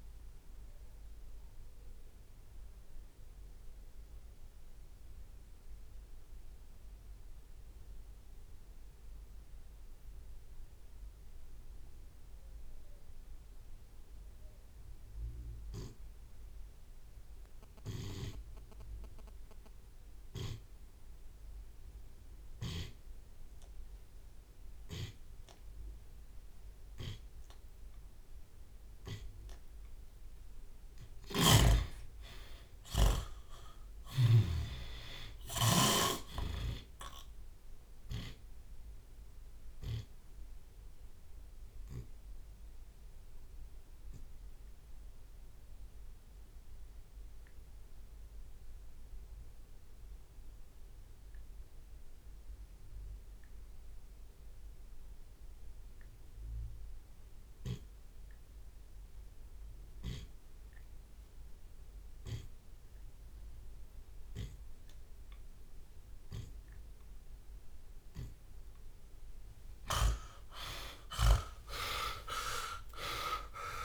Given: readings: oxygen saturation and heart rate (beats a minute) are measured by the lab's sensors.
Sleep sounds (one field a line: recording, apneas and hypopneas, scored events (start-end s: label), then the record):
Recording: breathing in sleep by a room microphone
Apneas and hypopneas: 2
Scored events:
0.00-6.50 s: drop in pulse transit time (device-marked)
0.50-29.00 s: obstructive apnea (oxygen 97% before, 78% lowest, heart rate 71 before, 56 extreme, up 33 after)
13.50-25.50 s: oxygen desaturation (device-marked, oxygen 96% before, 80% lowest, heart rate 52 before, 56 extreme)
25.50-27.50 s: long interval between heartbeats (device-marked, heart rate 59 before, 65 extreme)
27.50-29.50 s: long interval between heartbeats (device-marked, heart rate 60 before, 74 extreme)
30.00-32.00 s: long interval between heartbeats (device-marked, heart rate 61 before, 82 extreme)
31.00-34.50 s: snoring (device-marked)
31.00-36.50 s: arousal
34.50-46.50 s: drop in pulse transit time (device-marked, heart rate 67 before, 78 extreme)
37.50-39.50 s: long interval between heartbeats (device-marked, heart rate 70 before, 85 extreme)
44.00-46.00 s: long interval between heartbeats (device-marked, heart rate 81 before, 87 extreme)
44.50-68.00 s: obstructive apnea (oxygen 98% before, 74% lowest, heart rate 83 before, 59 extreme)
52.00-54.00 s: long interval between heartbeats (device-marked, heart rate 84 before, 67 extreme)
54.00-56.00 s: long interval between heartbeats (device-marked, heart rate 82 before, 76 extreme)
56.00-58.00 s: long interval between heartbeats (device-marked, heart rate 81 before, 85 extreme)
56.50-61.50 s: oxygen desaturation (device-marked, oxygen 96% before, 93% lowest, heart rate 82 before, 86 extreme)
59.50-61.50 s: long interval between heartbeats (device-marked, heart rate 81 before, 89 extreme)
61.50 s: drop in pulse transit time (device-marked)
61.50-63.50 s: long interval between heartbeats (device-marked, heart rate 81 before, 90 extreme)
63.50-65.50 s: long interval between heartbeats (device-marked, heart rate 81 before, 89 extreme)
63.50-72.50 s: oxygen desaturation (device-marked, oxygen 96% before, 78% lowest, heart rate 81 before, 65 extreme)
64.50-73.85 s: tachycardia (device-marked, heart rate 70 before, 179 extreme)
69.50-73.85 s: snoring (device-marked)
70.50-73.85 s: arousal
71.00-73.00 s: long interval between heartbeats (device-marked, heart rate 88 before, 119 extreme)
From the record:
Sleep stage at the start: N2 (light sleep)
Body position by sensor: on the left side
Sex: male